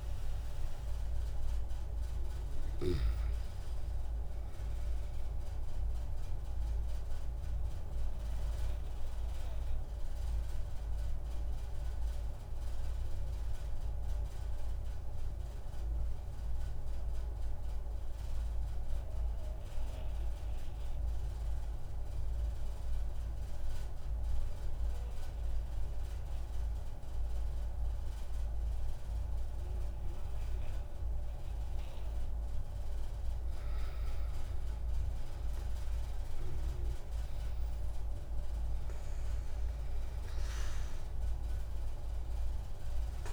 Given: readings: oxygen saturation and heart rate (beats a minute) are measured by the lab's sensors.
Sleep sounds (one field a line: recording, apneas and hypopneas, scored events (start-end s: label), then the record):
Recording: breathing in sleep, hard to hear, by a room microphone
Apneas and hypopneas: 1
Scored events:
0.00-16.50 s: oxygen desaturation (device-marked, oxygen 94% lowest)
4.50-43.33 s: new sleep stage, N1 (lightest sleep)
8.00-31.50 s: obstructive apnea (oxygen 98% before, 92% lowest)
30.50-43.33 s: oxygen desaturation (device-marked, oxygen 97% before, 92% lowest)
33.00-36.50 s: arousal
From the record:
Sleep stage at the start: N2 (light sleep)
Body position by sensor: on the back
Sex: male